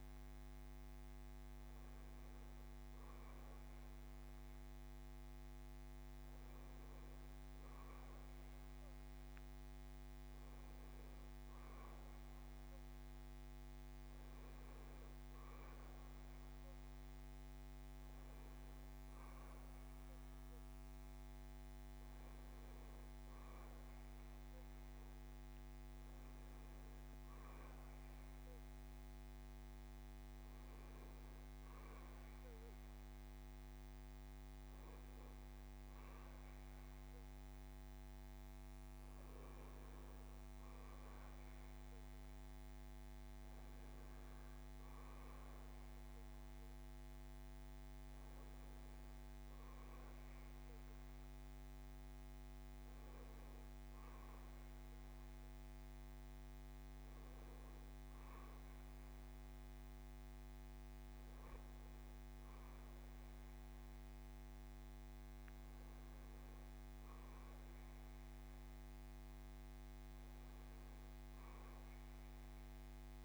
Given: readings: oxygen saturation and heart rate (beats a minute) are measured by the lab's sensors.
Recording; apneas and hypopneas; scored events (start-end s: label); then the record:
breathing in sleep, hard to hear, by a microphone on the trachea; none
none scored
From the record:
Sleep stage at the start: N1 (lightest sleep); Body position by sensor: on the back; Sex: male